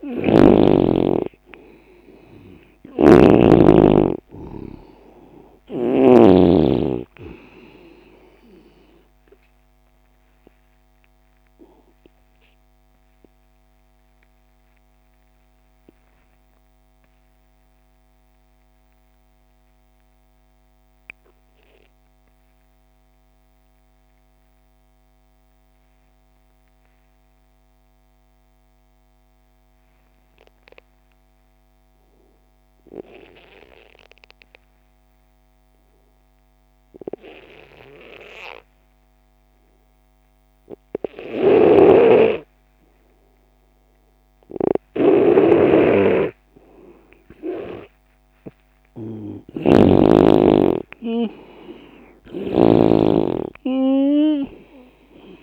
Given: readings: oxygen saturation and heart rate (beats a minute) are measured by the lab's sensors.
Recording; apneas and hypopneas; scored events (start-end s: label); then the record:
breathing in sleep by a microphone on the trachea; 1
0.00-3.50 s: arousal
0.00-6.00 s: snoring (device-marked)
0.00-26.50 s: oxygen desaturation (device-marked, oxygen 90% lowest)
10.50-46.00 s: obstructive apnea (oxygen 98% before, 86% lowest)
39.50-55.43 s: oxygen desaturation (device-marked, oxygen 98% before, 86% lowest)
41.00-55.43 s: snoring (device-marked)
49.00-53.50 s: arousal
From the record:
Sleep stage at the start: N2 (light sleep); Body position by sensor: on the left side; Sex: male